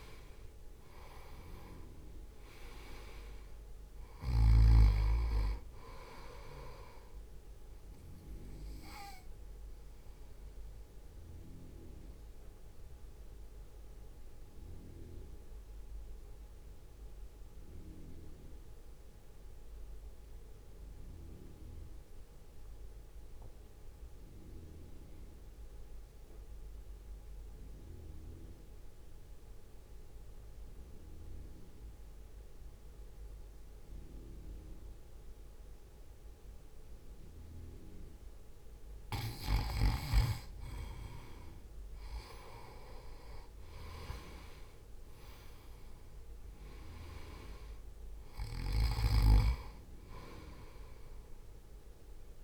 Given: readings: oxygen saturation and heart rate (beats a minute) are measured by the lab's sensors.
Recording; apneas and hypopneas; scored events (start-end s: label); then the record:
breathing in sleep by a room microphone; 1
0.00-3.00 s: arousal
0.00-16.50 s: drop in pulse transit time (device-marked, heart rate 55 extreme)
0.00-27.50 s: oxygen desaturation (device-marked, oxygen 89% lowest, heart rate 55 extreme)
10.00-38.50 s: mixed apnea (oxygen 98% before, 88% lowest, heart rate 60 before, 54 extreme, up 5 after)
40.00-43.00 s: arousal
41.50-52.43 s: oxygen desaturation (device-marked, oxygen 97% before, 88% lowest, heart rate 63 before, 54 extreme)
46.50-52.43 s: drop in pulse transit time (device-marked, heart rate 62 before, 55 extreme)
From the record:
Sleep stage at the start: N2 (light sleep); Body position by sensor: on the right side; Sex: male